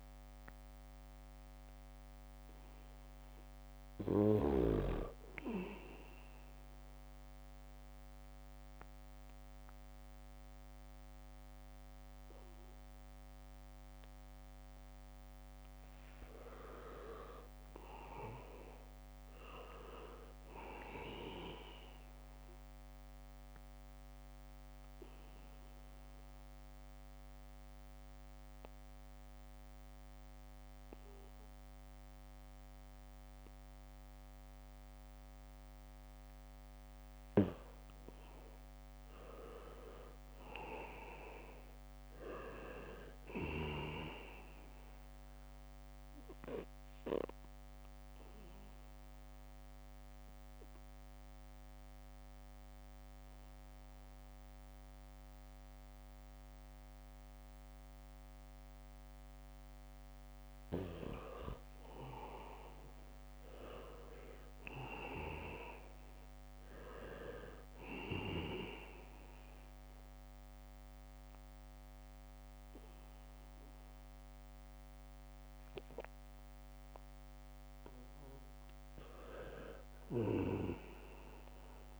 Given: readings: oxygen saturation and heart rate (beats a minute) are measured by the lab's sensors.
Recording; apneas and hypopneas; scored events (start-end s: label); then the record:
breathing in sleep by a microphone on the trachea; 3
1.00-13.00 s: oxygen desaturation (device-marked, oxygen 99% before, 92% lowest, heart rate 77 before, 73 extreme)
2.50-15.50 s: obstructive apnea (oxygen 99% before, 88% lowest, heart rate 77 before, 73 extreme, up 0 after)
17.00-20.00 s: arousal
24.00-38.00 s: oxygen desaturation (device-marked, oxygen 96% before, 88% lowest, heart rate 78 before, 73 extreme)
25.00-38.00 s: mixed apnea (oxygen 99% before, 88% lowest, heart rate 78 before, 73 extreme, up 6 after)
40.50-43.50 s: arousal
44.00-61.00 s: oxygen desaturation (device-marked, oxygen 98% before, 89% lowest, heart rate 75 before, 74 extreme)
50.00-61.00 s: obstructive apnea (oxygen 98% before, 83% lowest, heart rate 76 before, 74 extreme, up 4 after)
62.50-66.00 s: arousal
65.00-70.00 s: leg movement (device-marked)
70.00-82.00 s: oxygen desaturation (device-marked, oxygen 98% before, 89% lowest, heart rate 76 before, 72 extreme)
From the record:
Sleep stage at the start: N2 (light sleep); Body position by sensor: on the back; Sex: male